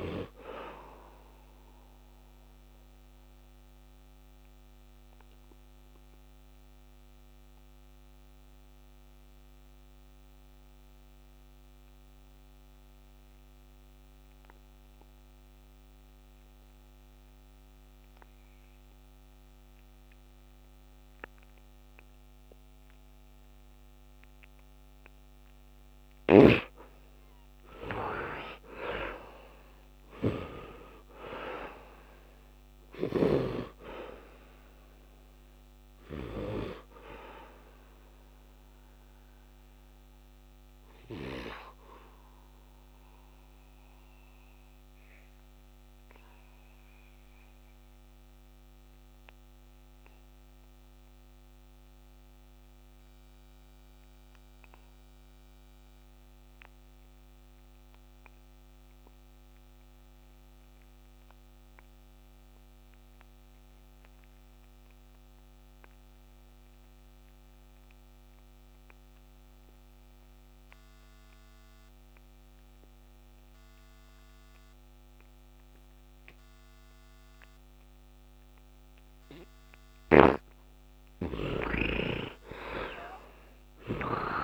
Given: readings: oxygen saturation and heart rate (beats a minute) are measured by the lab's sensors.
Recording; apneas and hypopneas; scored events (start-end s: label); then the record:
breathing in sleep by a microphone on the trachea; 2
0.00-21.50 s: oxygen desaturation (device-marked, oxygen 41% lowest, heart rate 61 extreme)
1.50-25.00 s: mixed apnea (oxygen 90% before, 41% lowest, heart rate 76 before, 61 extreme, up 13 after)
26.50-31.00 s: arousal
31.50-50.50 s: oxygen desaturation (device-marked, oxygen 97% before, 54% lowest, heart rate 79 before, 70 extreme)
38.50-79.50 s: obstructive apnea (oxygen 97% before, 46% lowest, heart rate 84 before, 63 extreme, up 14 after)
55.50-84.44 s: oxygen desaturation (device-marked, oxygen 99% before, 46% lowest, heart rate 74 before, 63 extreme)
81.50-84.44 s: arousal
From the record:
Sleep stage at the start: N2 (light sleep); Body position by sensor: on the right side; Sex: male